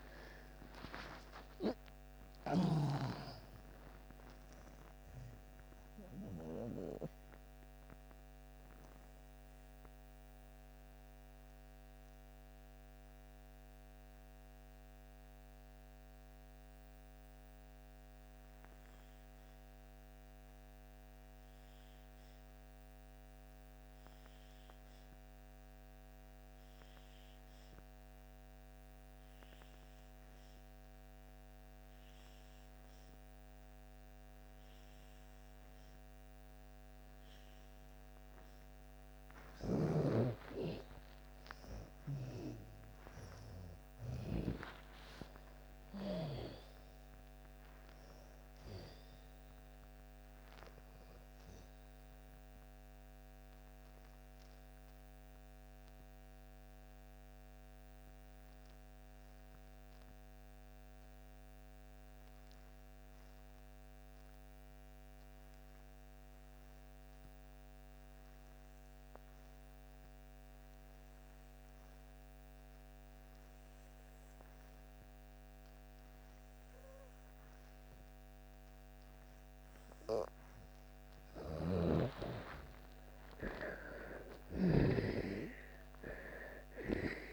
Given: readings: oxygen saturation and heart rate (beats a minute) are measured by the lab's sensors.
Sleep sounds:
breathing in sleep by a microphone on the trachea; 2
0.00-3.00 s: arousal
0.00-27.50 s: oxygen desaturation (device-marked, oxygen 79% lowest)
9.00-39.00 s: mixed apnea (oxygen 99% before, 79% lowest)
29.50-66.50 s: oxygen desaturation (device-marked, oxygen 98% before, 80% lowest)
40.00-45.00 s: arousal
52.00-79.00 s: obstructive apnea (oxygen 98% before, 80% lowest)
70.50-87.33 s: oxygen desaturation (device-marked, oxygen 98% before, 80% lowest)
81.00-84.50 s: snoring (device-marked)
81.50-86.00 s: arousal
From the record:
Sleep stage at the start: N2 (light sleep); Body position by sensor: on the back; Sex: female

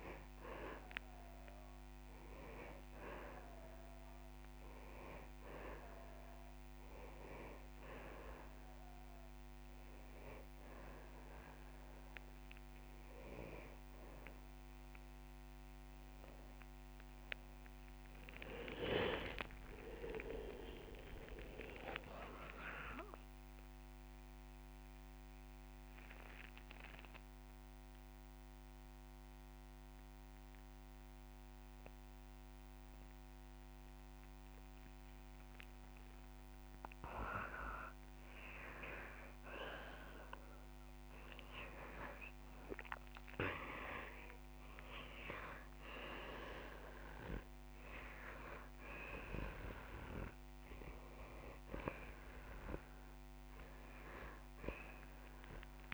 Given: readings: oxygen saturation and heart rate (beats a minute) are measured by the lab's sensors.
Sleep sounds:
breathing in sleep by a microphone on the trachea; 1
15.00-19.50 s: arousal
21.50-37.50 s: mixed apnea (oxygen 99% before, 94% lowest)
37.50-39.50 s: long interval between heartbeats (device-marked)
42.50-46.50 s: arousal
54.00-55.93 s: oxygen desaturation (device-marked, oxygen 99% before, 94% lowest)
From the record:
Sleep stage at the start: N2 (light sleep); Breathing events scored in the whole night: 234 in 4.1 hours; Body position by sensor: on the back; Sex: male

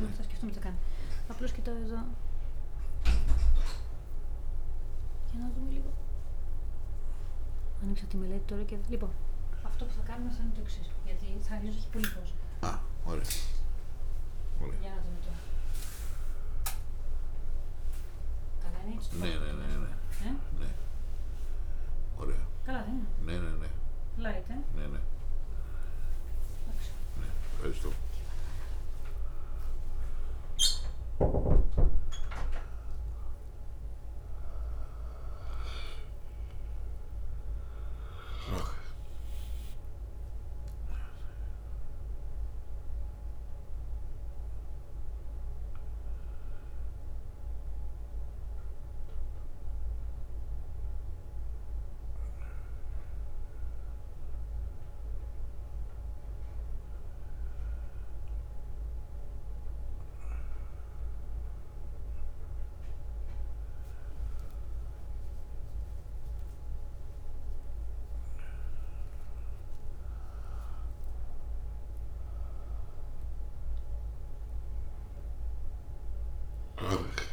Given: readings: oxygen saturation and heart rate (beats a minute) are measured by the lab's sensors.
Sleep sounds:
a person awake in a sleep study, by a room microphone; none
2.00-4.00 s: long interval between heartbeats (device-marked)
19.00-28.00 s: snoring (device-marked)
64.00-66.00 s: long interval between heartbeats (device-marked)
70.50-75.50 s: drop in pulse transit time (device-marked)
From the record:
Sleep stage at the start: awake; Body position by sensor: on the right side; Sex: male

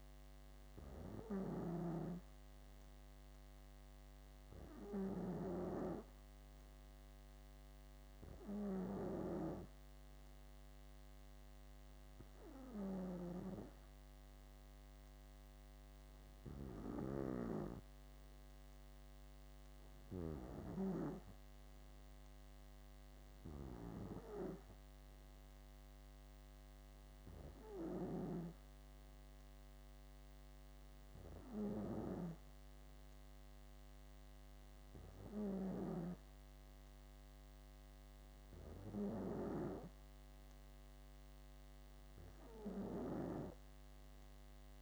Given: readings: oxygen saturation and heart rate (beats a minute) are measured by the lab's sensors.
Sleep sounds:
breathing in sleep by a microphone on the trachea; none
0.00-21.00 s: snoring (device-marked)
27.50-36.00 s: snoring (device-marked)
From the record:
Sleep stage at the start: N2 (light sleep); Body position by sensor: on the back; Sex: female

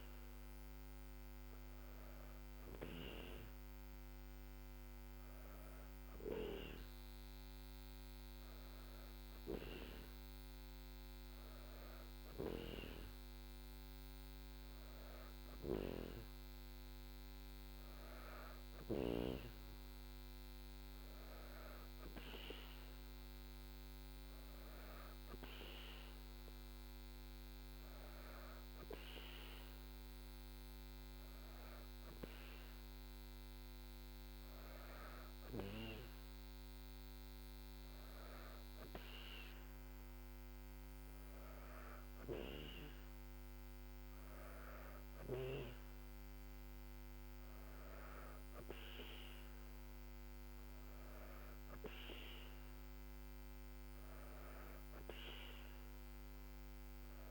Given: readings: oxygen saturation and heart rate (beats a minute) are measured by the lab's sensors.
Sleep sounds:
breathing in sleep by a microphone on the trachea; none
none scored
From the record:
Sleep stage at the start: N2 (light sleep); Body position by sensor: on the back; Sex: female

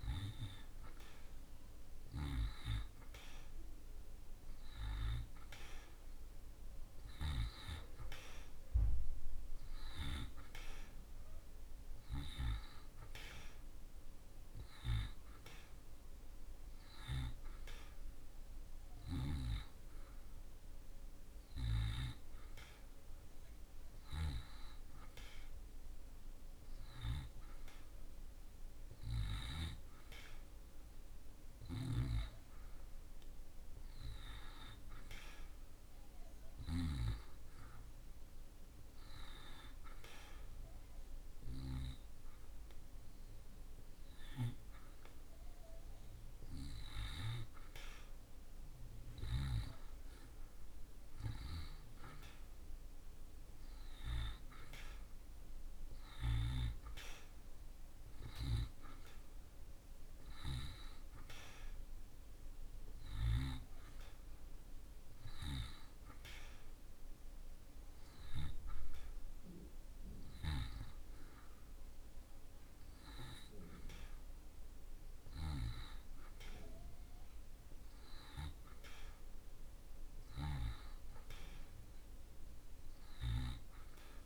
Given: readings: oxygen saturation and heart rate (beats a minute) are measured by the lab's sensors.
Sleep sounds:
breathing in sleep by a room microphone; none
4.50-23.50 s: oxygen desaturation (device-marked, oxygen 92% before, 88% lowest)
From the record:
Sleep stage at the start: N1 (lightest sleep); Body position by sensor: on the back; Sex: male

